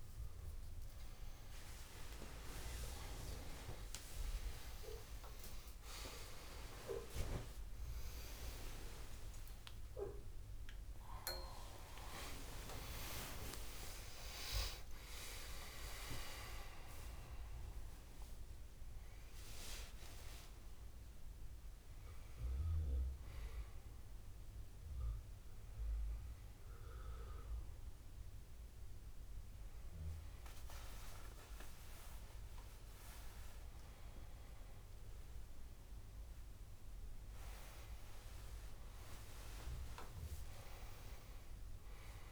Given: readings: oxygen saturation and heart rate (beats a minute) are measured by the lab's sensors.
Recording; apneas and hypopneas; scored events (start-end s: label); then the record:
a person awake in a sleep study, by a room microphone; none
13.50-35.50 s: oxygen desaturation (device-marked, oxygen 98% before, 92% lowest, heart rate 104 before, 72 extreme)
From the record:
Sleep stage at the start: awake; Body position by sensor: on the back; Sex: male